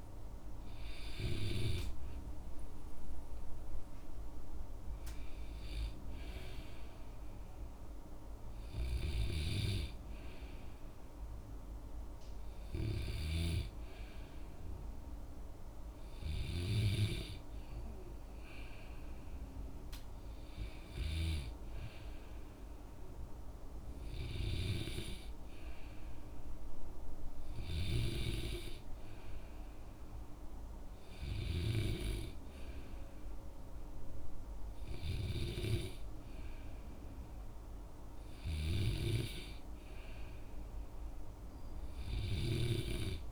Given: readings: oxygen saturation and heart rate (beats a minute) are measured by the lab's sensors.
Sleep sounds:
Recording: breathing in sleep by a room microphone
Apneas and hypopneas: none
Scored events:
0.00-14.00 s: oxygen desaturation (device-marked, oxygen 93% lowest, heart rate 57 extreme)
38.50-43.00 s: snoring (device-marked)
From the record:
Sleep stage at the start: N2 (light sleep)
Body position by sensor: on the back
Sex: male

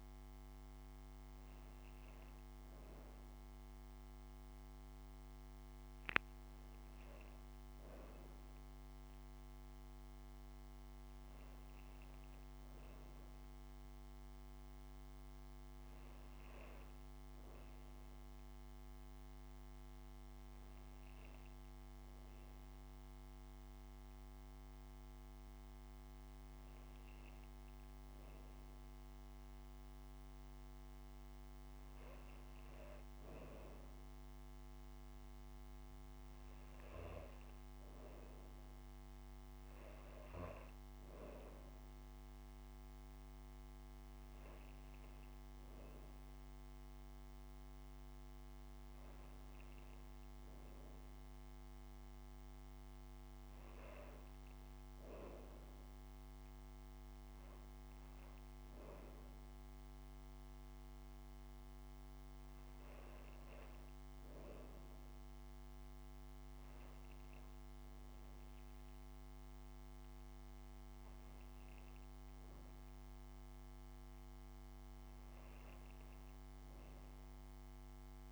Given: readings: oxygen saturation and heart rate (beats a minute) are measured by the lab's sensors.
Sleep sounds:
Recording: breathing in sleep, hard to hear, by a microphone on the trachea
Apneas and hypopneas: none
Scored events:
none scored
From the record:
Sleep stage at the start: N2 (light sleep)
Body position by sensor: on the right side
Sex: female

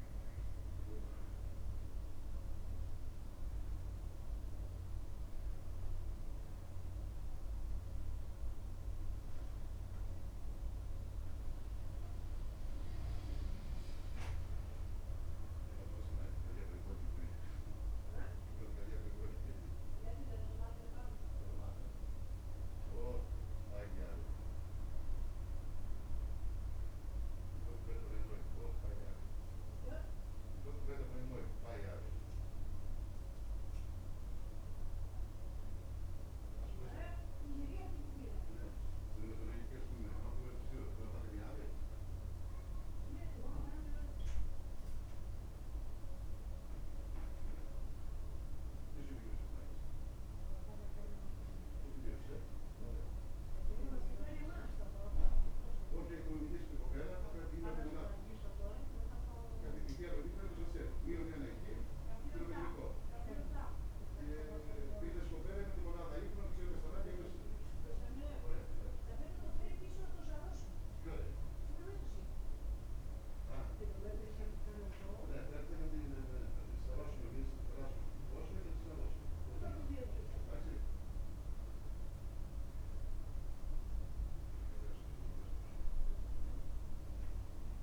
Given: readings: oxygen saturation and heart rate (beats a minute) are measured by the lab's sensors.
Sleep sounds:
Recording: breathing in sleep by a room microphone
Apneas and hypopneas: none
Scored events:
40.00-87.83 s: new sleep stage, N2 (light sleep)
From the record:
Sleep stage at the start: N1 (lightest sleep)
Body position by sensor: on the back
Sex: male

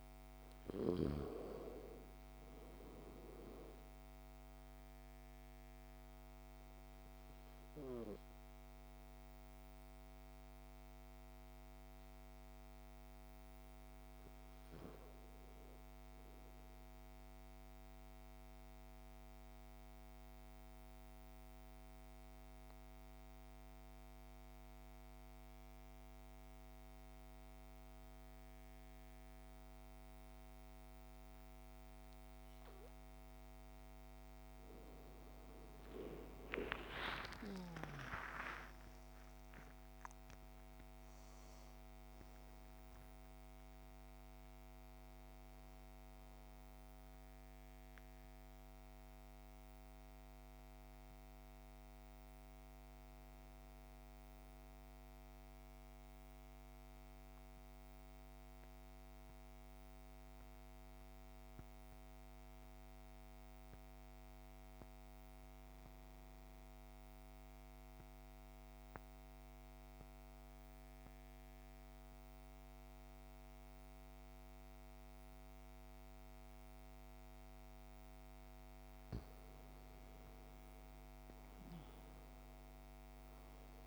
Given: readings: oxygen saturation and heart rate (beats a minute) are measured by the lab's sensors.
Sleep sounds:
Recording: breathing in sleep by a microphone on the trachea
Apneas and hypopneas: 2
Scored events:
0.00-21.50 s: oxygen desaturation (device-marked, oxygen 89% lowest, heart rate 53 extreme)
6.00-33.00 s: mixed apnea (oxygen 99% before, 88% lowest, heart rate 57 before, 53 extreme, up 15 after)
35.00-40.00 s: arousal
36.50-46.50 s: oxygen desaturation (device-marked, oxygen 98% before, 90% lowest, heart rate 55 before, 54 extreme)
48.50-55.50 s: oxygen desaturation (device-marked, oxygen 94% before, 88% lowest, heart rate 64 before, 54 extreme)
56.00-78.00 s: central apnea (oxygen 98% before, 87% lowest, heart rate 67 before, 54 extreme, up 12 after)
60.50-66.50 s: oxygen desaturation (device-marked, oxygen 96% before, 88% lowest, heart rate 66 before, 56 extreme)
78.50-83.87 s: oxygen desaturation (device-marked, oxygen 99% before, 87% lowest, heart rate 56 before, 56 extreme)
79.50-83.87 s: arousal
From the record:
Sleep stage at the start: N2 (light sleep)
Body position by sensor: on the back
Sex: male

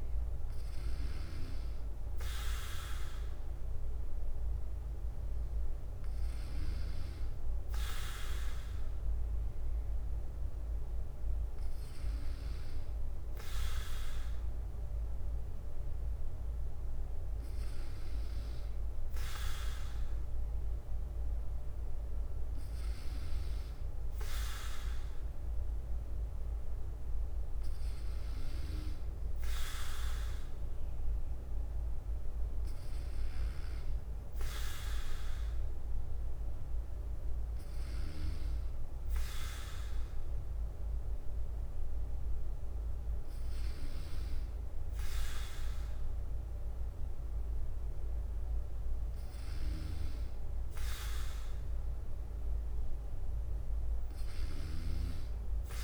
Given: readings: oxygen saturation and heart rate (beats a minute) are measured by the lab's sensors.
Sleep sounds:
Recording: breathing in sleep by a room microphone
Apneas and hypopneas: none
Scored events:
0.00-14.00 s: bradycardia (device-marked, heart rate 58 extreme)
21.00-30.00 s: bradycardia (device-marked, heart rate 58 before, 59 extreme)
32.00-51.00 s: bradycardia (device-marked, heart rate 58 before, 56 extreme)
53.00-55.00 s: bradycardia (device-marked, heart rate 58 before, 59 extreme)
From the record:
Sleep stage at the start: N2 (light sleep)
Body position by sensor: on the back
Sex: male

